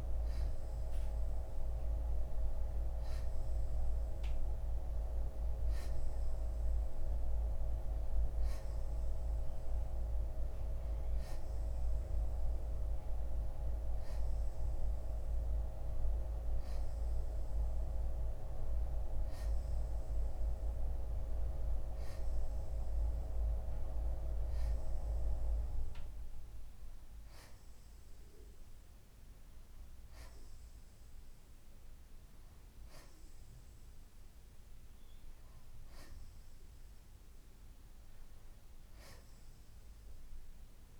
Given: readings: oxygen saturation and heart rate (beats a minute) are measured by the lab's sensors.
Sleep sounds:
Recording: breathing in sleep by a room microphone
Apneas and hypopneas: none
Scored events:
0.00-13.50 s: oxygen desaturation (device-marked, oxygen 90% lowest, heart rate 71 extreme)
7.50-41.00 s: new sleep stage, N2 (light sleep)
From the record:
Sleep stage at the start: N1 (lightest sleep)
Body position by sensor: on the left side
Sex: male

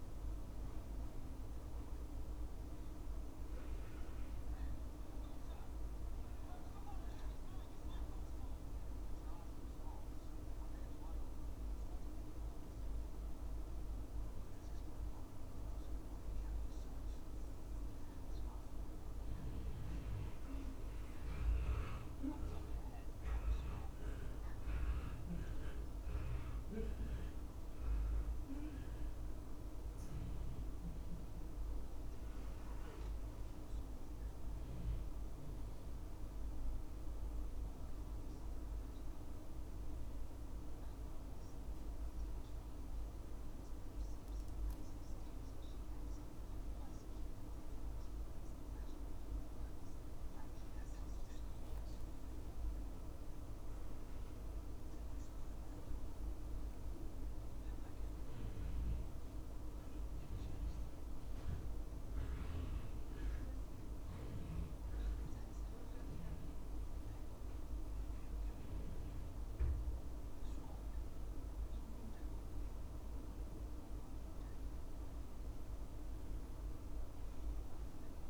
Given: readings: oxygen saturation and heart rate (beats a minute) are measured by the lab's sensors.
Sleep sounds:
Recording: breathing in sleep, hard to hear, by a room microphone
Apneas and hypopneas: none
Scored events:
none scored
From the record:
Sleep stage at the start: N2 (light sleep)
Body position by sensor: on the back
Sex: male

